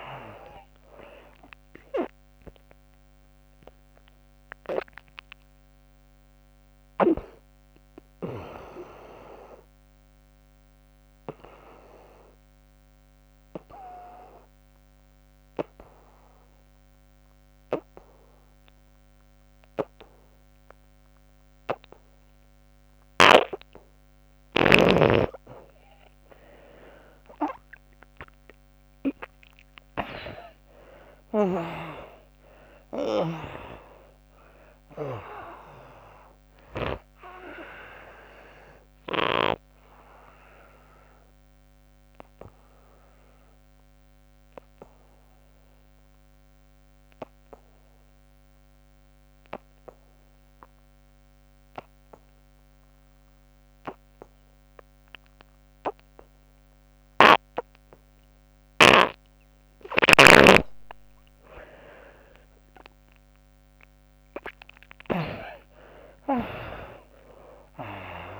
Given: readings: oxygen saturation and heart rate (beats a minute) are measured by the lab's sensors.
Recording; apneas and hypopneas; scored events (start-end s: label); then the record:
breathing in sleep by a microphone on the trachea; 2
0.00-16.50 s: oxygen desaturation (device-marked, oxygen 78% lowest, heart rate 66 extreme)
10.50-23.00 s: obstructive apnea (oxygen 97% before, 76% lowest, heart rate 99 before, 66 extreme, up 41 after)
26.00-31.00 s: arousal
27.50-48.50 s: oxygen desaturation (device-marked, oxygen 98% before, 81% lowest, heart rate 80 before, 64 extreme)
40.50-59.00 s: obstructive apnea (oxygen 98% before, 76% lowest, heart rate 88 before, 64 extreme)
58.50-68.40 s: oxygen desaturation (device-marked, oxygen 98% before, 76% lowest, heart rate 72 before, 63 extreme)
62.00-67.00 s: arousal
From the record:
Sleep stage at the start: N2 (light sleep); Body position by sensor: on the back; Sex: female